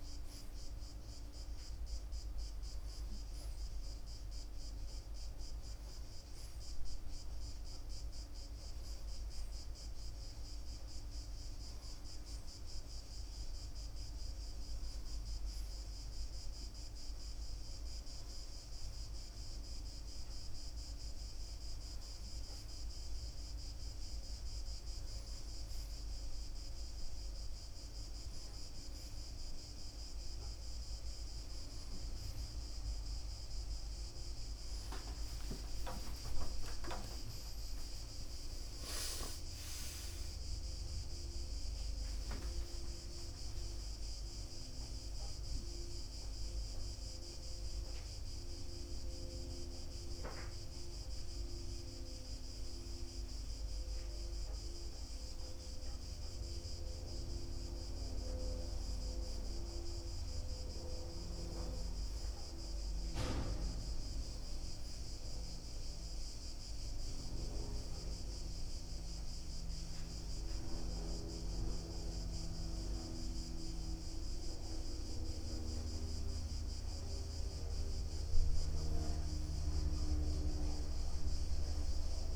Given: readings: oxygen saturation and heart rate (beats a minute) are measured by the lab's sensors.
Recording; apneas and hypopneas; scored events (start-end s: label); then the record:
breathing in sleep by a room microphone; none
36.00-43.00 s: arousal
From the record:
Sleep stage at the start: N1 (lightest sleep); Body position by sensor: on the front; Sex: male